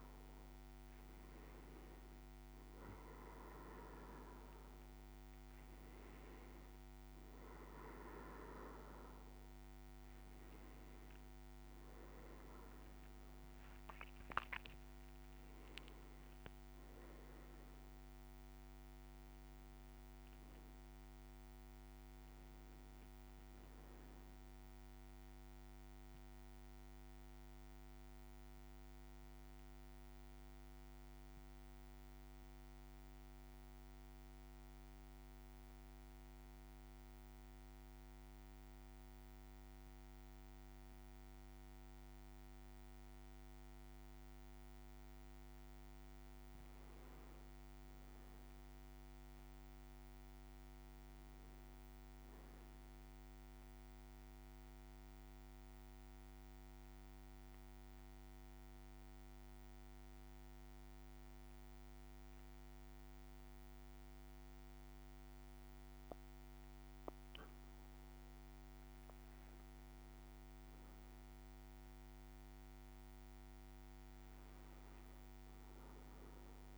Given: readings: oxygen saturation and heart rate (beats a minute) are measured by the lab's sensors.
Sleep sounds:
breathing in sleep, hard to hear, by a microphone on the trachea; 2
0.00-24.00 s: oxygen desaturation (device-marked, oxygen 92% lowest, heart rate 55 extreme)
19.50-24.00 s: arousal
26.50-44.00 s: obstructive apnea (oxygen 100% before, 95% lowest, heart rate 57 before, 55 extreme, up 1 after)
47.50-51.50 s: arousal
54.50-68.50 s: central apnea (oxygen 100% before, 94% lowest, heart rate 57 before, 55 extreme, up 3 after)
70.00-74.00 s: arousal
From the record:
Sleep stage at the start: N2 (light sleep); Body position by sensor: on the back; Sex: male

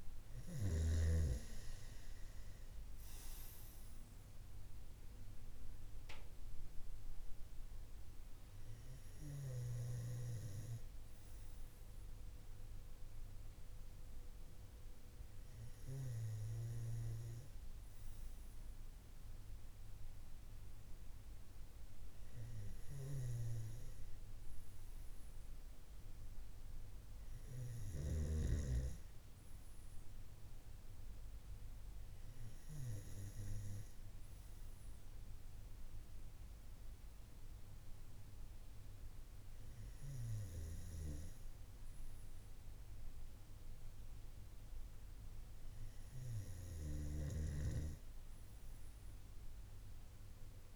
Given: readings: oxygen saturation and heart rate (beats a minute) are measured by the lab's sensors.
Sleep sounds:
breathing in sleep by a room microphone; none
22.00-27.50 s: snoring (device-marked)
From the record:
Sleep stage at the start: N2 (light sleep); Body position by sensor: on the right side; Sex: male

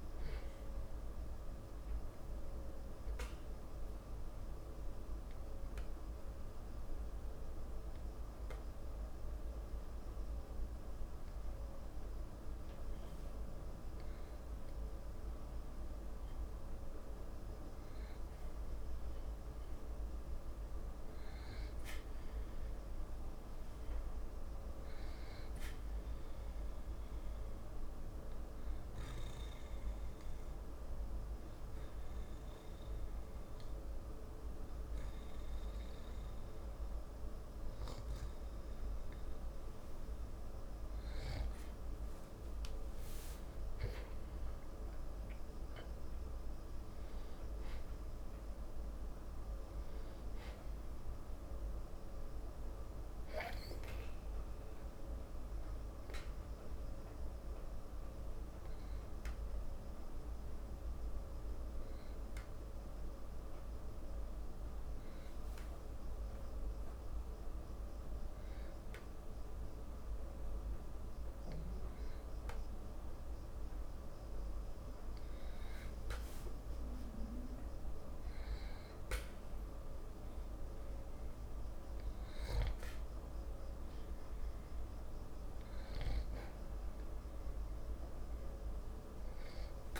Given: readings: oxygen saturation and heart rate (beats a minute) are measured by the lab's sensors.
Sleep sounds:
breathing in sleep, hard to hear, by a room microphone; 3
3.00-16.00 s: obstructive apnea (oxygen 94% before, 91% lowest, heart rate 56 before, 55 extreme, up 10 after)
18.00-21.50 s: arousal
24.00-46.00 s: oxygen desaturation (device-marked, oxygen 96% before, 92% lowest, heart rate 57 before, 55 extreme)
28.50-40.50 s: obstructive apnea (oxygen 96% before, 91% lowest, heart rate 58 before, 55 extreme, up 27 after)
42.50-47.50 s: arousal
57.00-78.00 s: obstructive apnea (oxygen 94% before, 91% lowest, heart rate 65 before, 55 extreme, up 0 after)
80.00-89.99 s: oxygen desaturation (device-marked, oxygen 96% before, 91% lowest, heart rate 55 before, 55 extreme)
From the record:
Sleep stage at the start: N2 (light sleep); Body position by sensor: on the back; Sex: male

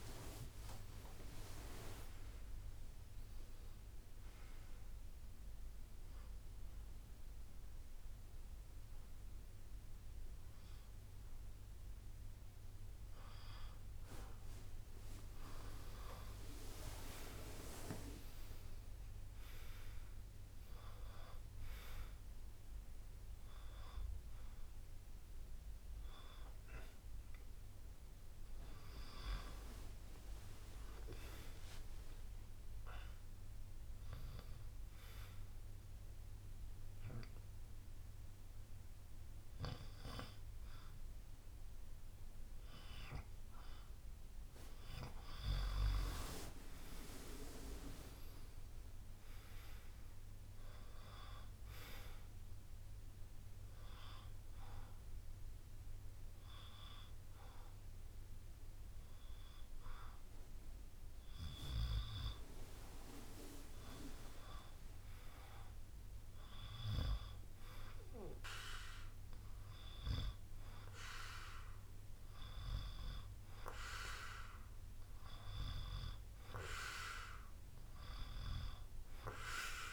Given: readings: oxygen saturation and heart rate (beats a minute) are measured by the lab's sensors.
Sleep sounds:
breathing in sleep by a room microphone; 3
0.00-2.50 s: arousal
0.50-9.50 s: drop in pulse transit time (device-marked, heart rate 69 before, 69 extreme)
5.50-15.50 s: hypopnea (oxygen 97% before, 93% lowest, heart rate 72 before, 62 extreme, up 10 after)
17.00-21.50 s: arousal
20.50-27.50 s: drop in pulse transit time (device-marked, heart rate 71 before, 63 extreme)
31.50-42.50 s: oxygen desaturation (device-marked, oxygen 97% before, 94% lowest, heart rate 68 before, 59 extreme)
36.50-46.50 s: hypopnea (oxygen 97% before, 93% lowest, heart rate 70 before, 59 extreme, up 12 after)
47.50-50.50 s: arousal
53.50-64.00 s: hypopnea (oxygen 97% before, 93% lowest, heart rate 70 before, 60 extreme, up 15 after)
54.50-56.50 s: bradycardia (device-marked, heart rate 68 before, 63 extreme)
54.50-62.50 s: drop in pulse transit time (device-marked, heart rate 69 before, 59 extreme)
66.50-70.00 s: arousal
71.50-75.50 s: oxygen desaturation (device-marked, oxygen 96% before, 93% lowest, heart rate 67 before, 61 extreme)
From the record:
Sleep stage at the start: N2 (light sleep); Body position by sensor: on the back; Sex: male

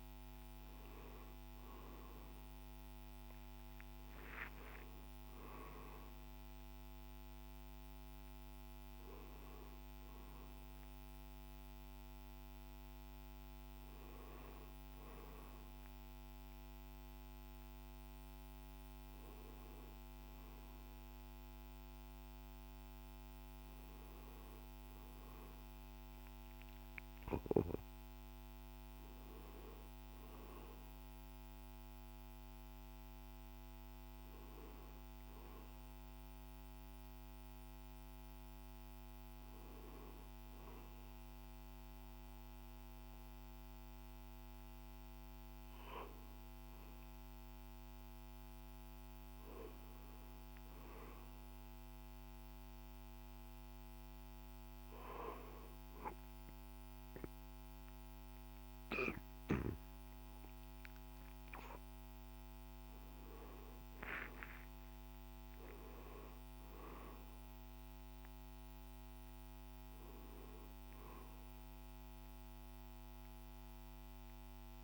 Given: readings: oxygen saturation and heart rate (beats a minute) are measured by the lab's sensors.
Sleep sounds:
a person awake in a sleep study, hard to hear, by a microphone on the trachea; none
0.00-7.00 s: drop in pulse transit time (device-marked, heart rate 75 extreme)
38.00-74.84 s: new sleep stage, N1 (lightest sleep)
60.50-64.00 s: arousal
From the record:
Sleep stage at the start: awake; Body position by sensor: on the right side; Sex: male

